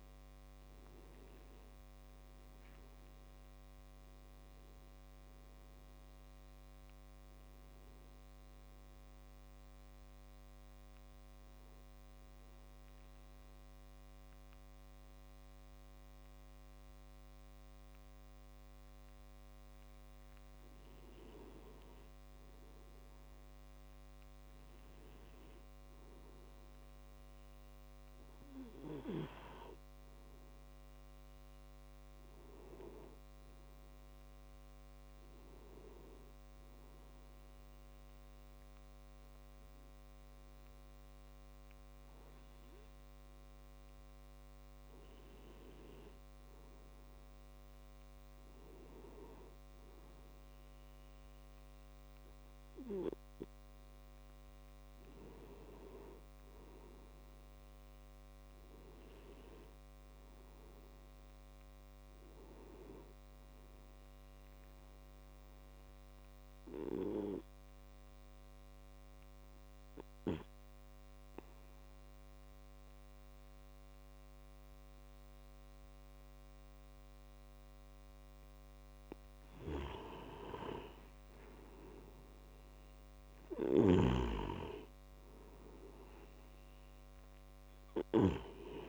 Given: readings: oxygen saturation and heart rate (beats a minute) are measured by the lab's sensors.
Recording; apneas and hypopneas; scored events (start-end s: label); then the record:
breathing in sleep by a microphone on the trachea; 2
0.00-17.00 s: oxygen desaturation (device-marked, oxygen 91% lowest)
10.50-21.00 s: obstructive apnea (oxygen 96% before, 92% lowest)
22.50-25.50 s: arousal
64.50-78.50 s: obstructive apnea (oxygen 95% before, 90% lowest)
80.00-83.00 s: arousal
87.00-88.89 s: oxygen desaturation (device-marked, oxygen 95% before, 90% lowest)
From the record:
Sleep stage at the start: N2 (light sleep); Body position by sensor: on the back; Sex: male